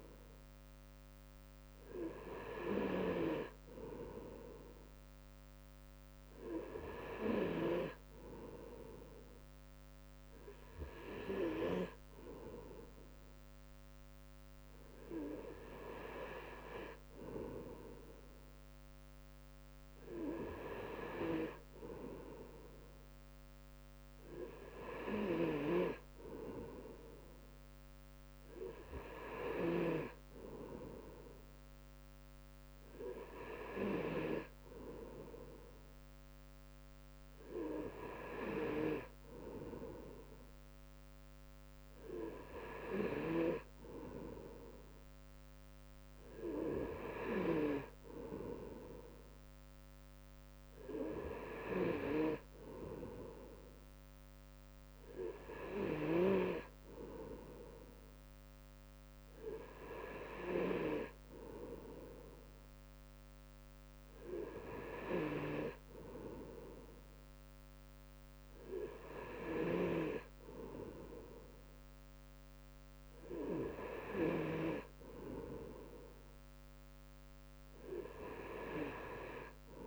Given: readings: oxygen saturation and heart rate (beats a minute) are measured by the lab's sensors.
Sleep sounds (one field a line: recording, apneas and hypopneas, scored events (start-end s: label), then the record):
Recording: breathing in sleep by a microphone on the trachea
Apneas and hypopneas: none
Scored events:
none scored
From the record:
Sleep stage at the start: N2 (light sleep)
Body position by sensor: on the right side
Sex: male